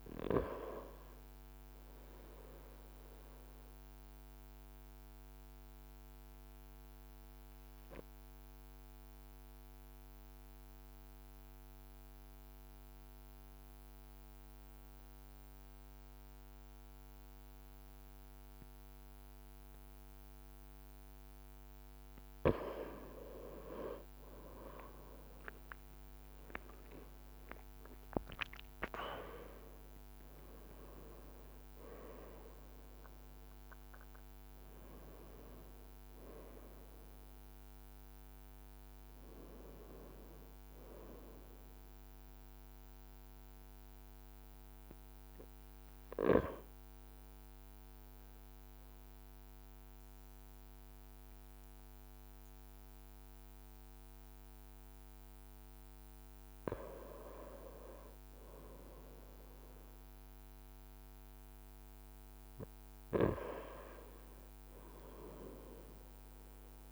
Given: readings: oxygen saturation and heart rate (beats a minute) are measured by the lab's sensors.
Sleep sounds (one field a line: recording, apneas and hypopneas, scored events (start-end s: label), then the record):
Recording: breathing in sleep by a microphone on the trachea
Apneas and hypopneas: 2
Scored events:
2.00-20.50 s: obstructive apnea (oxygen 96% before, 94% lowest, heart rate 57 before, 53 extreme, up 5 after)
24.00-28.50 s: arousal
42.00-54.50 s: obstructive apnea (oxygen 97% before, 94% lowest, heart rate 58 before, 54 extreme, up 0 after)
57.50-61.00 s: arousal
From the record:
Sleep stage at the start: N2 (light sleep)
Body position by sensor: on the front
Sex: male